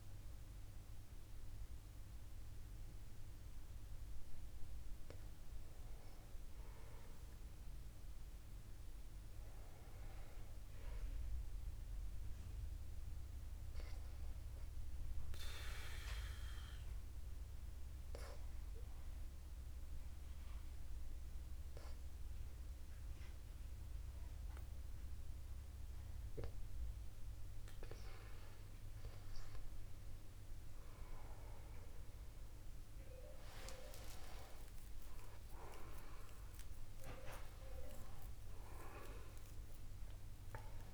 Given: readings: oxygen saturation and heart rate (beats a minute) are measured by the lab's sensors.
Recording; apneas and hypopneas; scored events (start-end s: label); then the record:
breathing in sleep by a room microphone; 1
14.50-30.00 s: obstructive apnea (oxygen 96% before, 94% lowest, heart rate 51 before, 50 extreme, up 59 after)
34.00-36.00 s: long interval between heartbeats (device-marked, heart rate 51 before, 78 extreme)
38.00-40.00 s: long interval between heartbeats (device-marked, heart rate 60 before, 120 extreme)
From the record:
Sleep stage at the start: N1 (lightest sleep); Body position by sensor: upright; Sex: male